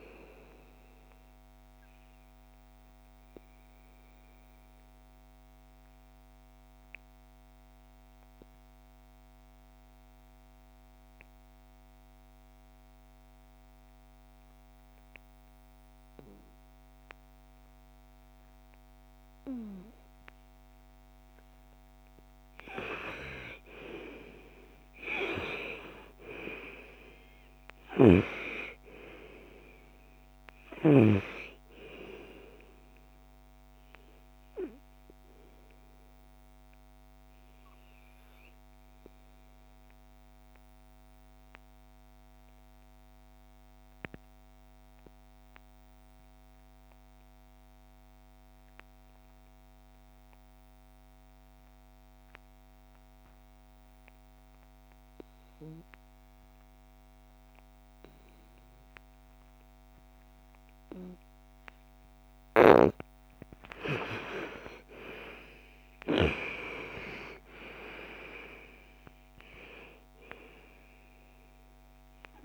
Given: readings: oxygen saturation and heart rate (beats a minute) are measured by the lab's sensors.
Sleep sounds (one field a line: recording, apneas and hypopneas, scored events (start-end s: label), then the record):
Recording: breathing in sleep by a microphone on the trachea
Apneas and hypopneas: 2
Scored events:
0.00-14.00 s: oxygen desaturation (device-marked, oxygen 98% before, 88% lowest, heart rate 62 before, 47 extreme)
2.50-20.00 s: obstructive apnea (oxygen 98% before, 79% lowest, heart rate 62 before, 47 extreme, up 13 after)
21.00-23.50 s: arousal
21.00-40.00 s: oxygen desaturation (device-marked, oxygen 98% before, 86% lowest, heart rate 57 before, 55 extreme)
27.00-30.50 s: snoring (device-marked)
35.50-61.50 s: obstructive apnea (oxygen 98% before, 79% lowest, heart rate 59 before, 55 extreme, up 14 after)
58.00-72.45 s: oxygen desaturation (device-marked, oxygen 98% before, 79% lowest, heart rate 57 before, 57 extreme)
63.00-69.50 s: arousal
From the record:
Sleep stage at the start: N2 (light sleep)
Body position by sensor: on the right side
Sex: female